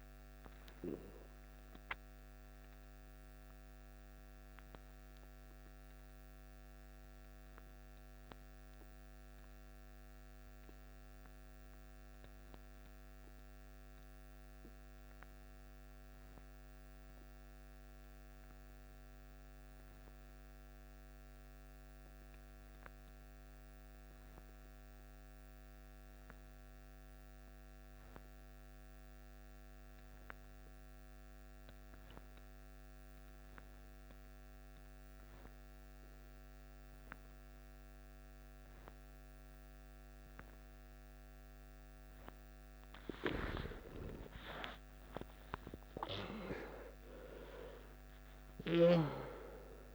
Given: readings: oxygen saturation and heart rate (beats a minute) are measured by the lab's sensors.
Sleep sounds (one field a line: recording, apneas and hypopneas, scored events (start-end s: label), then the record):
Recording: breathing in sleep by a microphone on the trachea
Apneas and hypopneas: 1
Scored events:
0.50-15.50 s: oxygen desaturation (device-marked, oxygen 96% before, 90% lowest, heart rate 63 before, 53 extreme)
1.00-42.00 s: obstructive apnea (oxygen 97% before, 89% lowest, heart rate 63 before, 53 extreme, up 13 after)
31.50-49.94 s: oxygen desaturation (device-marked, oxygen 98% before, 89% lowest, heart rate 55 before, 53 extreme)
43.50-47.00 s: arousal
From the record:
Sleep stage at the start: N2 (light sleep)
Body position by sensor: on the back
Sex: male